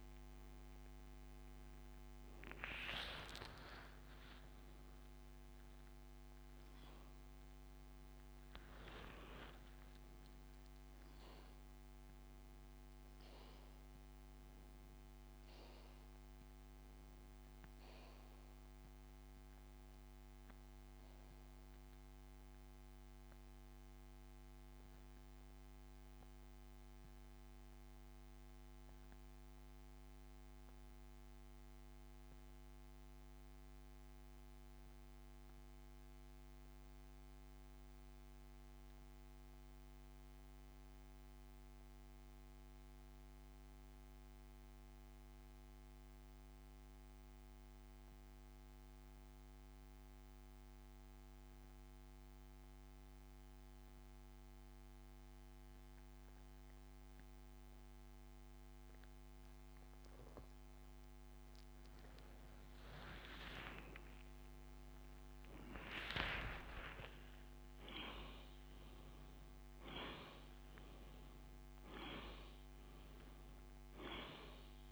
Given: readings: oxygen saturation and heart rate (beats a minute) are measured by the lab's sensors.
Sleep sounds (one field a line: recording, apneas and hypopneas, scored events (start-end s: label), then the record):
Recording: breathing in sleep by a microphone on the trachea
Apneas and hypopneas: 1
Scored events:
22.00-60.00 s: central apnea (oxygen 97% before, 84% lowest)
46.50-54.50 s: oxygen desaturation (device-marked, oxygen 96% before, 88% lowest)
62.50-67.00 s: arousal
From the record:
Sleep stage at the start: N2 (light sleep)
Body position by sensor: on the back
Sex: male